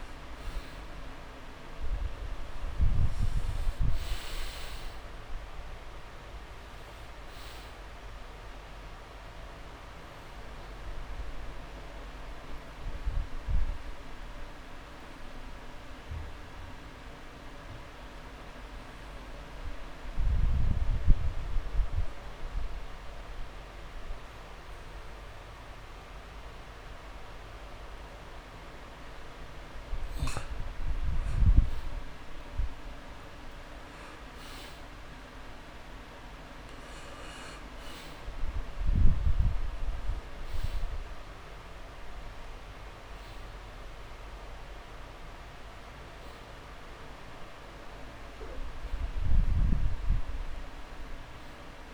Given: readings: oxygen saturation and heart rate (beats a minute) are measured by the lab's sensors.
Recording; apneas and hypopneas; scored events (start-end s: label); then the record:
breathing in sleep, hard to hear, by a room microphone; 1
0.00-40.00 s: oxygen desaturation (device-marked, oxygen 97% before, 88% lowest)
0.50-5.00 s: arousal
11.00-30.00 s: obstructive apnea (oxygen 97% before, 88% lowest)
31.00-34.50 s: arousal
47.00-51.94 s: oxygen desaturation (device-marked, oxygen 98% before, 91% lowest)
From the record:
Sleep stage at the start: N2 (light sleep); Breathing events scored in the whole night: 234 in 4.1 hours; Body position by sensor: on the back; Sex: male